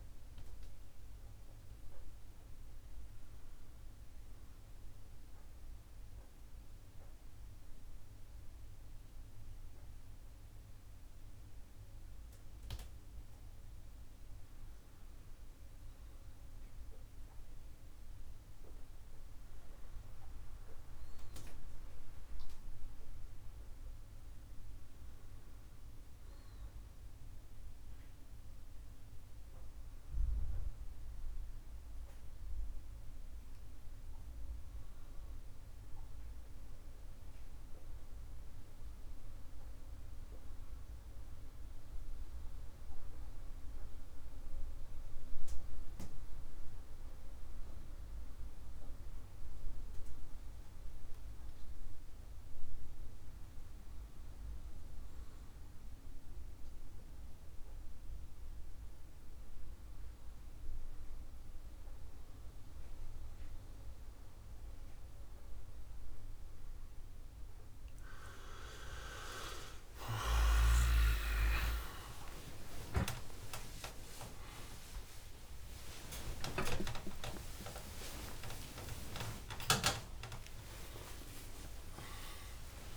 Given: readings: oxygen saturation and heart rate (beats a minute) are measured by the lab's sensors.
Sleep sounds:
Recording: breathing in sleep by a room microphone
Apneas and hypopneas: 1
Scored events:
0.00-4.50 s: oxygen desaturation (device-marked, oxygen 94% lowest, heart rate 93 extreme)
4.50-14.50 s: central apnea (oxygen 99% before, 96% lowest, heart rate 112 before, 96 extreme)
15.50-18.50 s: arousal
23.50-82.97 s: new sleep stage, N1 (lightest sleep)
From the record:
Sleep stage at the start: N2 (light sleep)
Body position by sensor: on the back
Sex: male

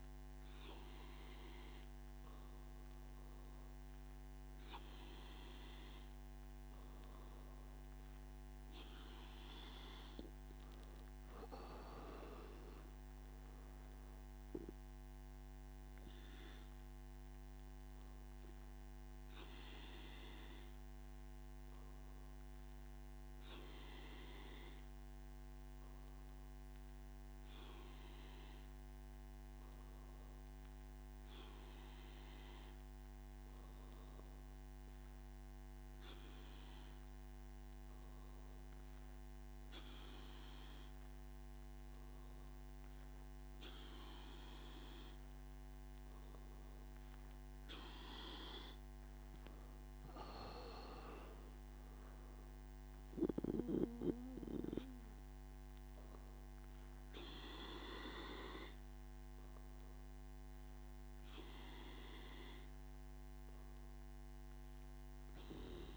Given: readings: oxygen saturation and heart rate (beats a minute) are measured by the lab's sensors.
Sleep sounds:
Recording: breathing in sleep by a microphone on the trachea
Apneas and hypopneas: none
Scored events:
none scored
From the record:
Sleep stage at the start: N2 (light sleep)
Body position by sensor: on the back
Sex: male

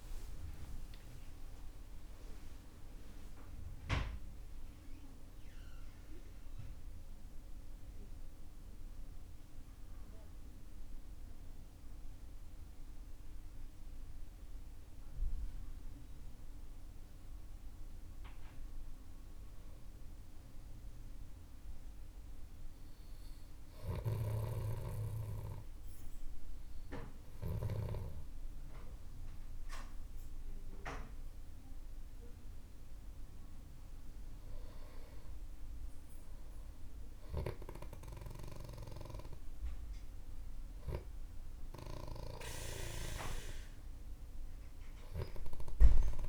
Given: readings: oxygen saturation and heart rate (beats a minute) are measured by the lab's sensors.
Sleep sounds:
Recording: breathing in sleep by a room microphone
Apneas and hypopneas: 1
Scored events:
0.00-1.50 s: arousal
0.00-1.50 s: oxygen desaturation (device-marked, oxygen 96% lowest, heart rate 53 extreme)
20.00-32.50 s: hypopnea (oxygen 99% before, 94% lowest, heart rate 86 before, 52 extreme, up 8 after)
24.50-36.50 s: oxygen desaturation (device-marked, oxygen 98% before, 95% lowest, heart rate 65 before, 52 extreme)
34.50-37.50 s: arousal
From the record:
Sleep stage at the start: N2 (light sleep)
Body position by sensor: on the back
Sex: male

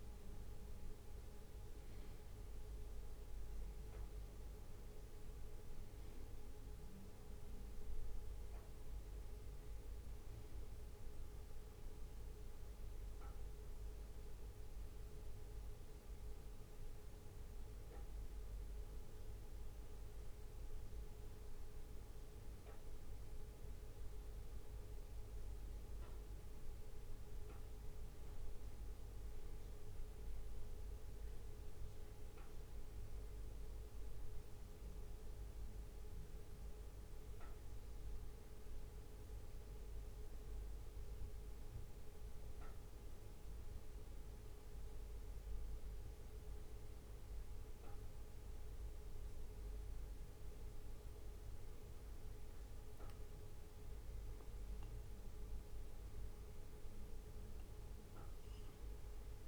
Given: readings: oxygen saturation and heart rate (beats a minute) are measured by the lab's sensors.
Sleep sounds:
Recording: breathing in sleep, hard to hear, by a room microphone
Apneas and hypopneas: 1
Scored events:
12.00-24.50 s: obstructive apnea (oxygen 98% before, 95% lowest, heart rate 63 before, 61 extreme, up 2 after)
28.00-32.00 s: arousal
44.50-59.48 s: new sleep stage, N2 (light sleep)
From the record:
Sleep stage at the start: N1 (lightest sleep)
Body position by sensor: on the back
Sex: male

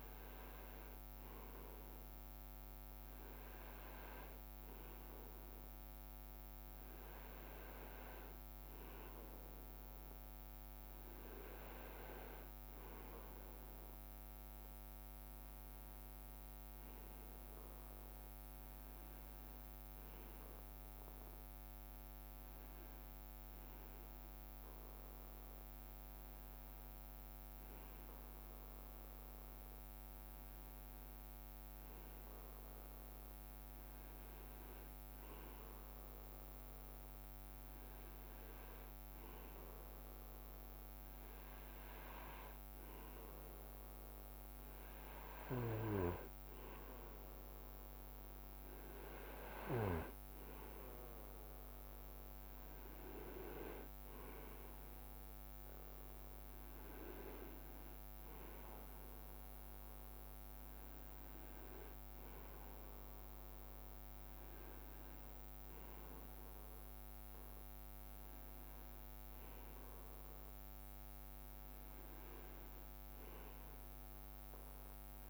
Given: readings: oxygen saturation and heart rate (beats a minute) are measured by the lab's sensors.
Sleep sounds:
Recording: breathing in sleep by a microphone on the trachea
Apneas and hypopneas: none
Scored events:
none scored
From the record:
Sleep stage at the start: REM sleep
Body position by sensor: on the right side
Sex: male

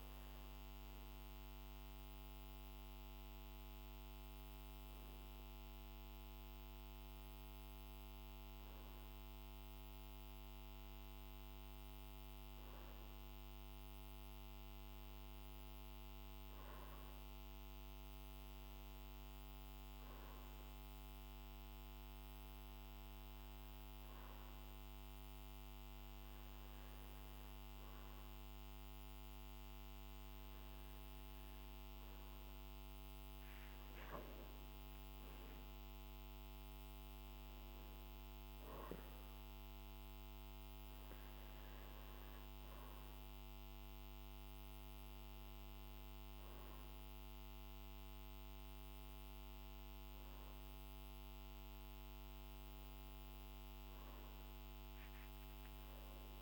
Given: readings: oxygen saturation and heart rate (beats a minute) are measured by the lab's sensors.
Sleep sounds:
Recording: breathing in sleep, hard to hear, by a microphone on the trachea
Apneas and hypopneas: none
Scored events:
none scored
From the record:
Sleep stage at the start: N2 (light sleep)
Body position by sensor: on the back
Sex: male

